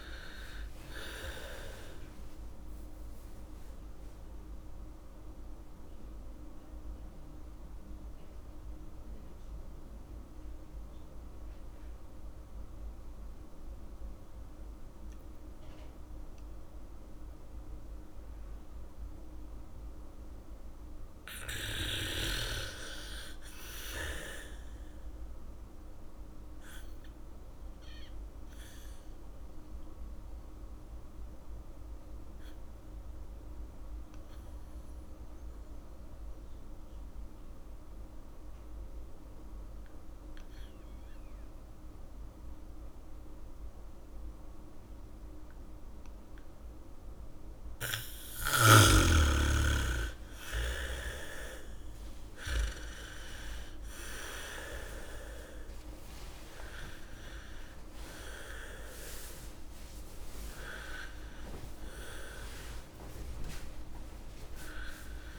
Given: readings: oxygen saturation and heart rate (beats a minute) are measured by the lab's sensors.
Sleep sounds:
breathing in sleep by a room microphone; 2
0.00-16.00 s: oxygen desaturation (device-marked, oxygen 72% lowest, heart rate 57 extreme)
4.50-22.00 s: obstructive apnea (oxygen 97% before, 72% lowest, heart rate 66 before, 71 extreme, up 1 after)
24.50-27.50 s: arousal
29.00-39.00 s: oxygen desaturation (device-marked, oxygen 100% before, 87% lowest, heart rate 78 before, 56 extreme)
30.00-47.50 s: obstructive apnea (oxygen 100% before, 79% lowest, heart rate 77 before, 56 extreme, up 5 after)
49.00-65.39 s: oxygen desaturation (device-marked, oxygen 98% before, 79% lowest, heart rate 76 before, 66 extreme)
49.50-54.00 s: arousal
From the record:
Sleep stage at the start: N2 (light sleep); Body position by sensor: on the back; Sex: female

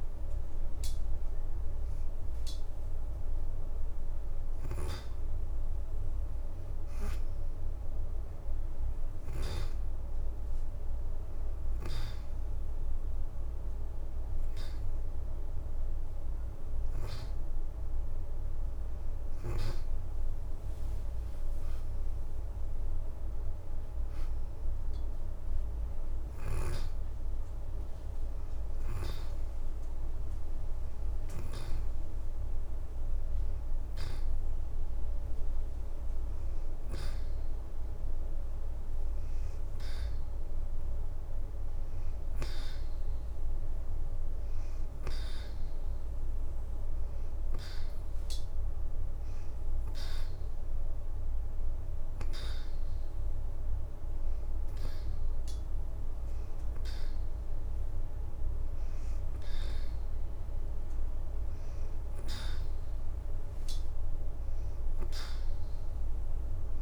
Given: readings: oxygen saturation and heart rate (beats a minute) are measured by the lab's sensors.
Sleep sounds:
breathing in sleep, hard to hear, by a room microphone; 2
0.00-4.50 s: oxygen desaturation (device-marked, oxygen 90% lowest, heart rate 82 extreme)
6.50-8.50 s: leg movement (device-marked)
10.50-21.00 s: hypopnea (oxygen 93% before, 88% lowest, heart rate 83 before, 82 extreme, up 5 after)
12.50-20.50 s: oxygen desaturation (device-marked, oxygen 92% before, 88% lowest, heart rate 84 before, 82 extreme)
19.50-23.00 s: leg movement (device-marked)
22.50-27.00 s: arousal
27.50-37.50 s: oxygen desaturation (device-marked, oxygen 92% before, 89% lowest, heart rate 84 before, 82 extreme)
29.00-31.50 s: leg movement (device-marked)
44.50-53.50 s: oxygen desaturation (device-marked, oxygen 93% before, 89% lowest, heart rate 84 before, 84 extreme)
47.50-53.50 s: leg movement (device-marked)
49.50-62.50 s: hypopnea (oxygen 93% before, 86% lowest, heart rate 84 before, 82 extreme, up 2 after)
65.50-66.82 s: leg movement (device-marked)
From the record:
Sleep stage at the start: N2 (light sleep); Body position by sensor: on the back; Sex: female

